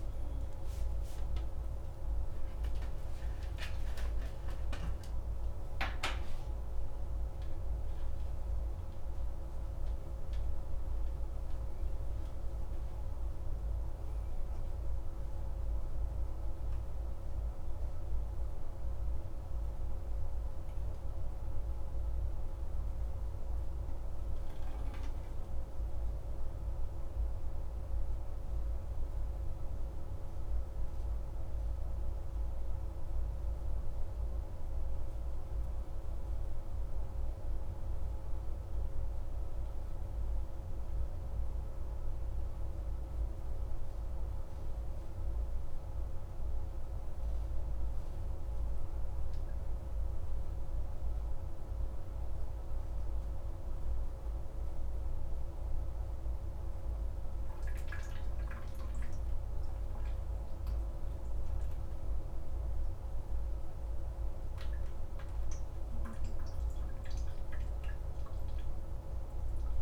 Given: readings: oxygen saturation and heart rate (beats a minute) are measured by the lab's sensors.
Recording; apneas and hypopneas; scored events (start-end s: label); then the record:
a person awake in a sleep study, hard to hear, by a room microphone; none
none scored
From the record:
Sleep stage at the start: awake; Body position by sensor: upright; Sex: male